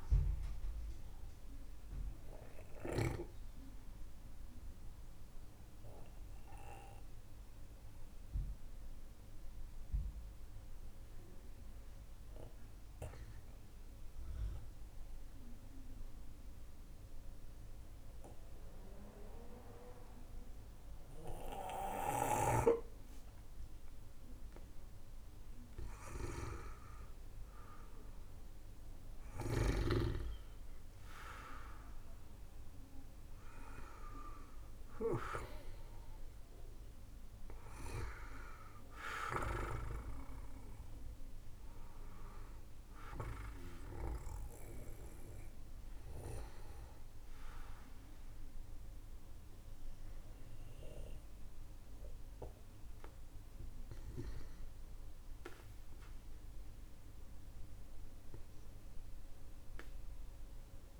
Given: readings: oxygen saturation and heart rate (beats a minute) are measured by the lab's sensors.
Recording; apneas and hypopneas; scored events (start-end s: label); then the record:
breathing in sleep by a room microphone; 2
0.50-25.00 s: mixed apnea (oxygen 96% before, 90% lowest, heart rate 57 before, 46 extreme, up 8 after)
27.00-31.50 s: arousal
33.50-61.00 s: oxygen desaturation (device-marked, oxygen 97% before, 90% lowest, heart rate 58 before, 48 extreme)
41.50-54.00 s: hypopnea (oxygen 97% before, 90% lowest, heart rate 54 before, 52 extreme, up 8 after)
From the record:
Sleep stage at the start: N2 (light sleep); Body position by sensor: on the back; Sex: male